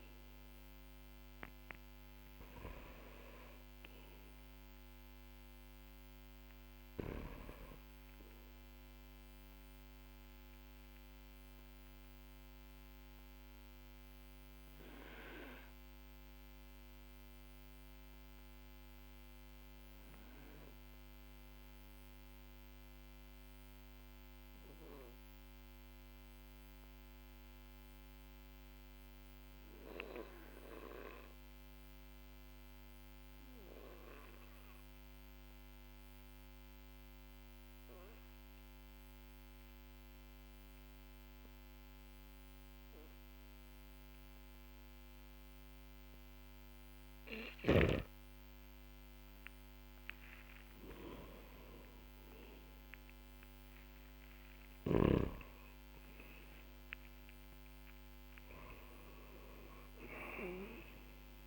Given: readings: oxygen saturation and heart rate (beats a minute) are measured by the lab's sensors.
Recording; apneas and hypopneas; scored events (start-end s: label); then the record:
breathing in sleep by a microphone on the trachea; 1
7.50-48.00 s: obstructive apnea (oxygen 98% before, 92% lowest, heart rate 53 before, 45 extreme, up 11 after)
50.50-55.50 s: arousal
51.50-61.47 s: oxygen desaturation (device-marked, oxygen 97% before, 92% lowest, heart rate 55 before, 44 extreme)
From the record:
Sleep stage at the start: N2 (light sleep); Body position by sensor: on the back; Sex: male